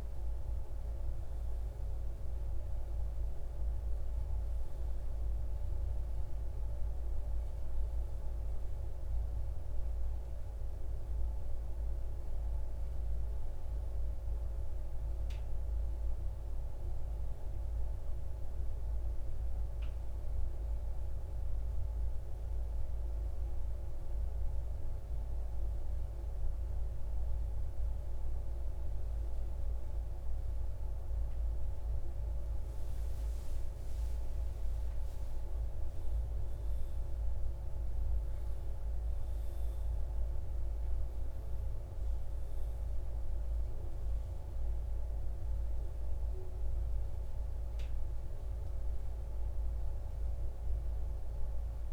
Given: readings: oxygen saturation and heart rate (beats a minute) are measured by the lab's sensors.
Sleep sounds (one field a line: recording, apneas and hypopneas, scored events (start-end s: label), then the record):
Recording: breathing in sleep, hard to hear, by a room microphone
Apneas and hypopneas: 1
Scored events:
11.00-30.50 s: obstructive apnea (oxygen 96% before, 94% lowest)
32.00-37.50 s: arousal
33.00-51.93 s: oxygen desaturation (device-marked, oxygen 97% before, 94% lowest, heart rate 74 before, 63 extreme)
From the record:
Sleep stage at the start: N2 (light sleep)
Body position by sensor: on the right side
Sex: male